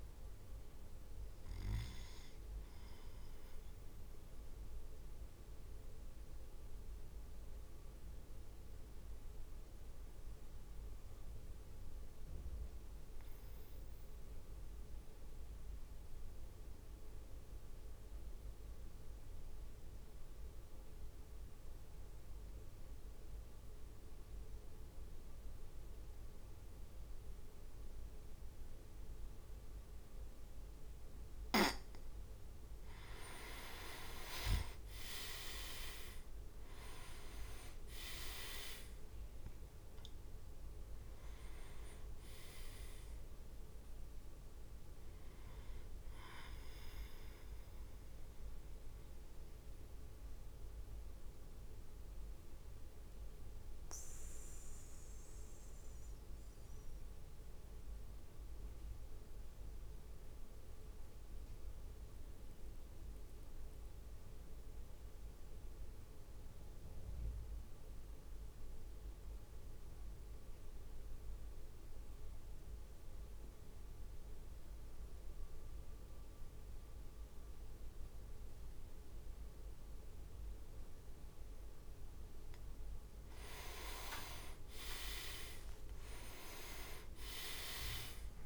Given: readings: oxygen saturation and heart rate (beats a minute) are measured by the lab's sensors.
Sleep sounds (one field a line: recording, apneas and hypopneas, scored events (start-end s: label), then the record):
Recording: breathing in sleep by a room microphone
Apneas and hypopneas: 2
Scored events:
0.00-3.50 s: oxygen desaturation (device-marked, oxygen 95% lowest, heart rate 51 extreme)
0.00-4.50 s: drop in pulse transit time (device-marked, heart rate 53 extreme)
4.50-31.50 s: mixed apnea (oxygen 100% before, 94% lowest, heart rate 56 before, 48 extreme, up 5 after)
32.50-46.50 s: oxygen desaturation (device-marked, oxygen 99% before, 94% lowest, heart rate 54 before, 48 extreme)
33.50-36.00 s: leg movement (device-marked)
34.00-39.00 s: arousal
34.50-49.50 s: drop in pulse transit time (device-marked, heart rate 54 before, 52 extreme)
49.00-81.00 s: mixed apnea (oxygen 100% before, 92% lowest, heart rate 56 before, 50 extreme, up 7 after)
77.50-88.46 s: oxygen desaturation (device-marked, oxygen 100% before, 95% lowest, heart rate 54 before, 53 extreme)
84.50-88.00 s: arousal
86.00-88.00 s: leg movement (device-marked)
86.50-88.46 s: drop in pulse transit time (device-marked, heart rate 54 before, 56 extreme)
From the record:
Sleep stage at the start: N2 (light sleep)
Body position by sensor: on the back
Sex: male